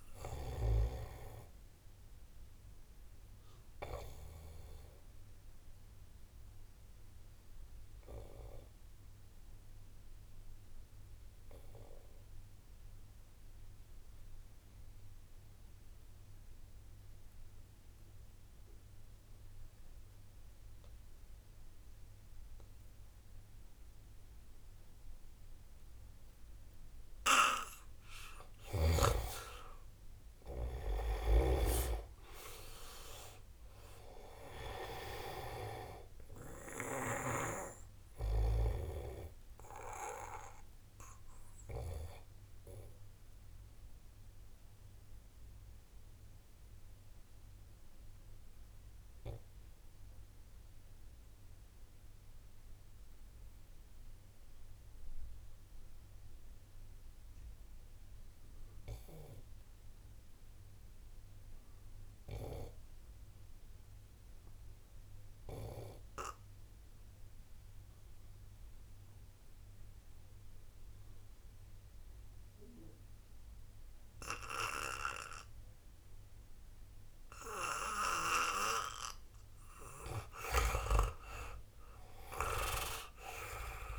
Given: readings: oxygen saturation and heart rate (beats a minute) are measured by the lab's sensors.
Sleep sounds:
breathing in sleep by a room microphone; 2
0.00-6.00 s: oxygen desaturation (device-marked, oxygen 94% lowest, heart rate 29 extreme)
3.50-26.00 s: obstructive apnea (oxygen 98% before, 92% lowest)
28.00-33.50 s: arousal
40.00-77.50 s: obstructive apnea (oxygen 97% before, 88% lowest)
48.00-56.00 s: oxygen desaturation (device-marked, oxygen 95% before, 92% lowest, heart rate 43 before, 47 extreme)
68.00-83.98 s: oxygen desaturation (device-marked, oxygen 97% before, 88% lowest)
79.00-83.00 s: arousal
From the record:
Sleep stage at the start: REM sleep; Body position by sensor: on the back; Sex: male

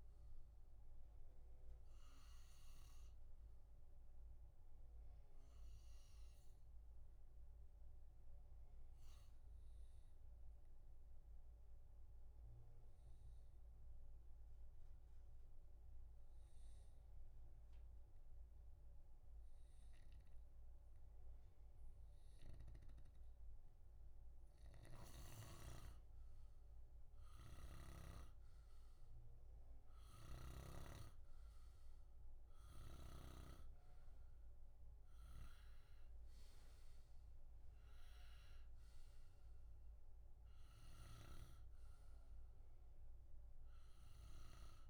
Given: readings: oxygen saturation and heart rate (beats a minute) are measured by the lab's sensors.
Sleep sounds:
breathing in sleep by a room microphone; 1
0.00-16.00 s: oxygen desaturation (device-marked, oxygen 89% lowest, heart rate 61 extreme)
4.00-23.00 s: obstructive apnea (oxygen 96% before, 89% lowest, heart rate 63 before, 61 extreme, up 0 after)
25.50-29.50 s: arousal
30.00-33.50 s: snoring (device-marked)
From the record:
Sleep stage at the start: N2 (light sleep); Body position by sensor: on the back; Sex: male

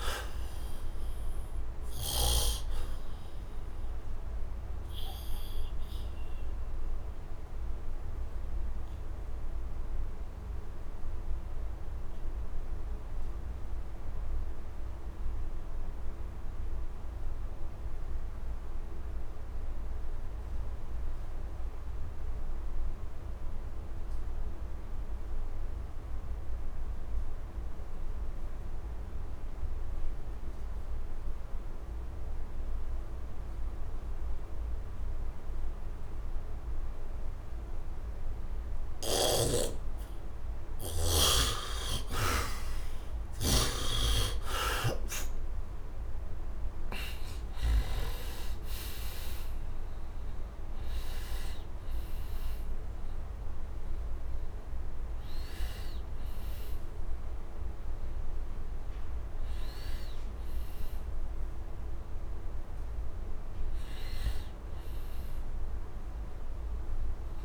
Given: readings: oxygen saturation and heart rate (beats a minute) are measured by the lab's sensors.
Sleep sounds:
breathing in sleep by a room microphone; 1
0.00-2.00 s: snoring (device-marked)
0.00-21.50 s: oxygen desaturation (device-marked, oxygen 65% lowest, heart rate 72 extreme)
2.50-40.50 s: obstructive apnea (oxygen 100% before, 61% lowest, heart rate 86 before, 72 extreme, up 20 after)
23.50-67.45 s: oxygen desaturation (device-marked, oxygen 99% before, 61% lowest, heart rate 79 before, 73 extreme)
38.50-47.50 s: snoring (device-marked)
42.50-46.00 s: arousal
From the record:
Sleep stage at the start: N2 (light sleep); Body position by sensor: on the back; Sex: male

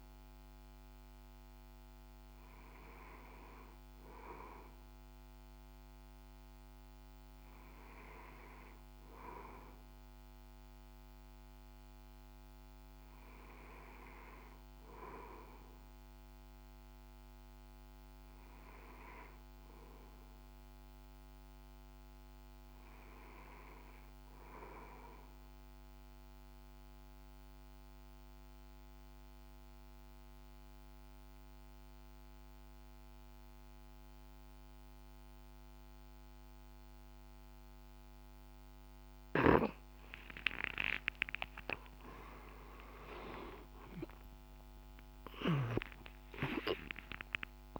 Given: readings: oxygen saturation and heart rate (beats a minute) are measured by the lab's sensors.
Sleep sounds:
breathing in sleep by a microphone on the trachea; 1
25.50-37.00 s: obstructive apnea (oxygen 99% before, 94% lowest, heart rate 58 before, 53 extreme, up 15 after)
38.50-45.00 s: snoring (device-marked)
40.00-46.00 s: arousal
From the record:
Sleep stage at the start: N2 (light sleep); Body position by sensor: on the back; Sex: male

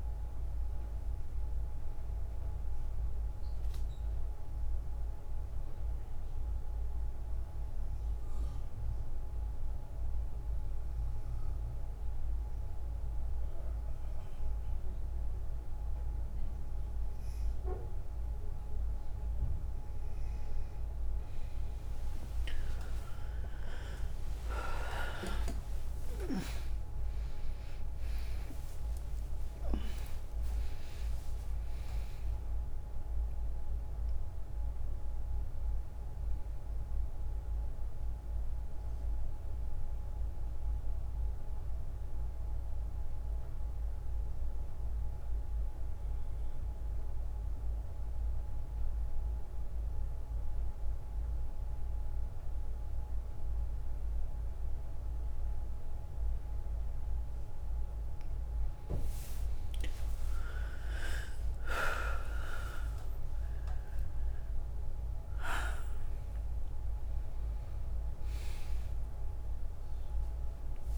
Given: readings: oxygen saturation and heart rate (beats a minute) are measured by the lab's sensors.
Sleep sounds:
breathing in sleep by a room microphone; 2
6.50-18.00 s: hypopnea (oxygen 96% before, 94% lowest, heart rate 57 before, 56 extreme, up 10 after)
22.00-26.50 s: arousal
39.00-57.50 s: obstructive apnea (oxygen 98% before, 93% lowest, heart rate 70 before, 53 extreme, up 11 after)
57.50-70.98 s: new sleep stage, N1 (lightest sleep)
59.50-64.00 s: arousal
64.50-70.98 s: oxygen desaturation (device-marked, oxygen 100% before, 93% lowest, heart rate 58 before, 57 extreme)
69.00-70.98 s: long interval between heartbeats (device-marked, heart rate 60 before, 84 extreme)
From the record:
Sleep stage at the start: N2 (light sleep); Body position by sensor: on the right side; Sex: female

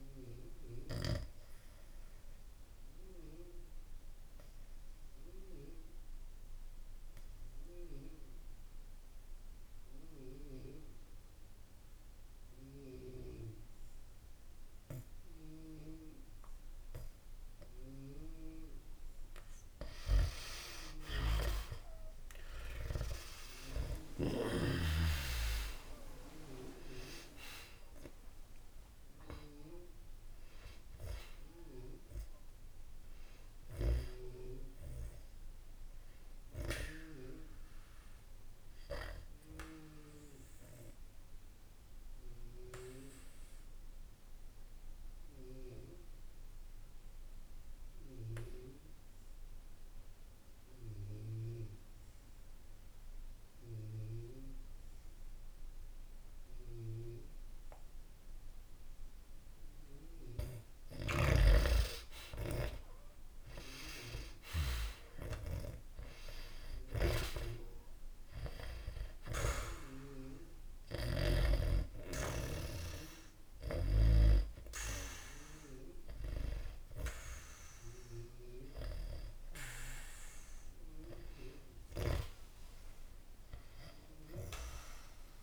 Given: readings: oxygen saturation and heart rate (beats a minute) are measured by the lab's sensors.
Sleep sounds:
breathing in sleep by a room microphone; 3
0.50-19.00 s: obstructive apnea (oxygen 97% before, 89% lowest, heart rate 73 before, 64 extreme, up 5 after)
20.50-25.00 s: arousal
22.00-57.00 s: oxygen desaturation (device-marked, oxygen 96% before, 89% lowest, heart rate 66 before, 62 extreme)
37.50-59.50 s: obstructive apnea (oxygen 97% before, 89% lowest, heart rate 68 before, 62 extreme)
60.50-64.00 s: arousal
60.50-64.50 s: snoring (device-marked)
66.50-74.00 s: snoring (device-marked)
69.50-80.50 s: hypopnea (oxygen 99% before, 88% lowest, heart rate 64 before, 62 extreme, up 16 after)
70.00-85.00 s: oxygen desaturation (device-marked, oxygen 98% before, 90% lowest, heart rate 64 before, 62 extreme)
82.00-85.43 s: arousal
From the record:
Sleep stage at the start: N2 (light sleep); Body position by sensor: on the back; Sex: male

